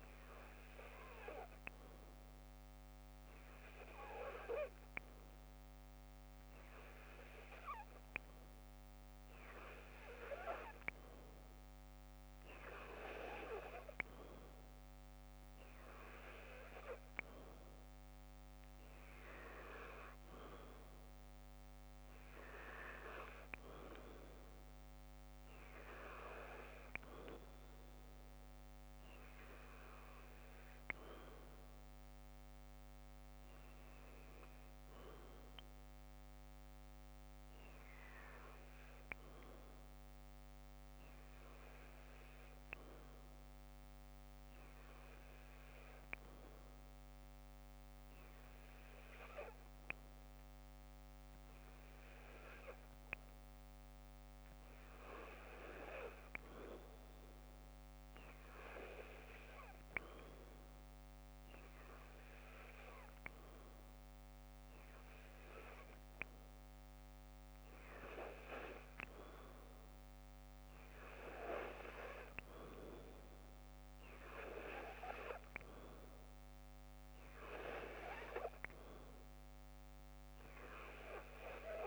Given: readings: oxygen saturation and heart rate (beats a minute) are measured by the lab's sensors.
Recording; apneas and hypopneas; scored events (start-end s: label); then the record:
breathing in sleep by a microphone on the trachea; none
3.00-21.00 s: oxygen desaturation (device-marked, oxygen 93% before, 90% lowest, heart rate 58 before, 56 extreme)
From the record:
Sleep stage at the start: N2 (light sleep); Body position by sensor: on the left side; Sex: female